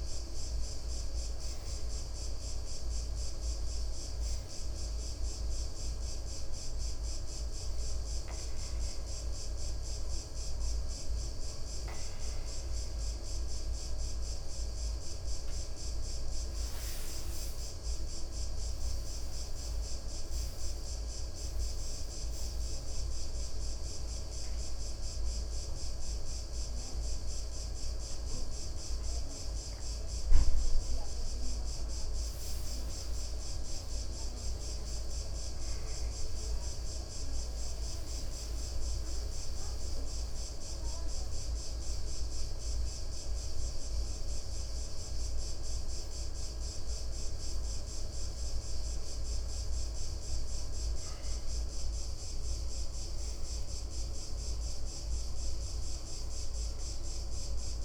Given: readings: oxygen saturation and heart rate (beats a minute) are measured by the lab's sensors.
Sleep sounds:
breathing in sleep, hard to hear, by a room microphone; 1
22.00-57.85 s: new sleep stage, N2 (light sleep)
39.00-51.50 s: obstructive apnea (oxygen 98% before, 94% lowest, heart rate 68 before, 65 extreme, up 0 after)
52.50-56.00 s: arousal
From the record:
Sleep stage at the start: N1 (lightest sleep); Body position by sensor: on the back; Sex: male

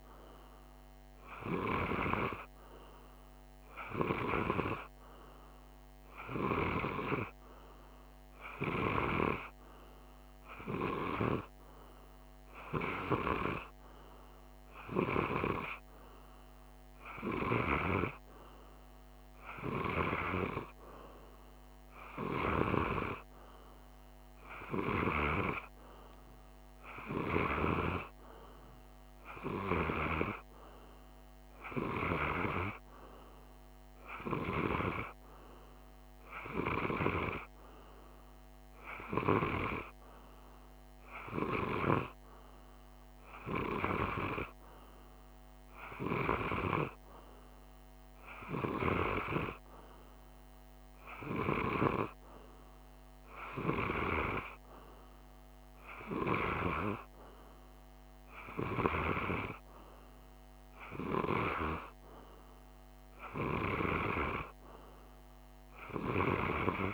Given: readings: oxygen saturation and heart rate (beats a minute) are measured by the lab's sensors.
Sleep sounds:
breathing in sleep by a microphone on the trachea; none
none scored
From the record:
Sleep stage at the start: N2 (light sleep); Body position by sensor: on the right side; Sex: male

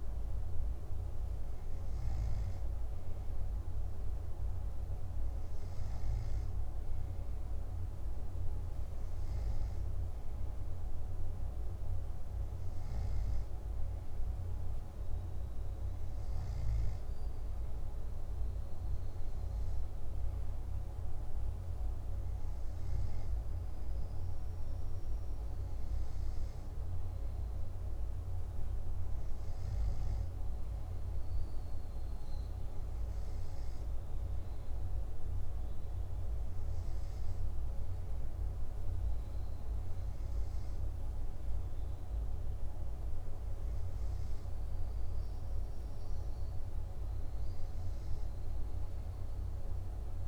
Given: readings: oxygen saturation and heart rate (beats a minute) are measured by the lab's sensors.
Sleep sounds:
breathing in sleep, hard to hear, by a room microphone; none
none scored
From the record:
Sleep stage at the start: N2 (light sleep); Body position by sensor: on the back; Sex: male

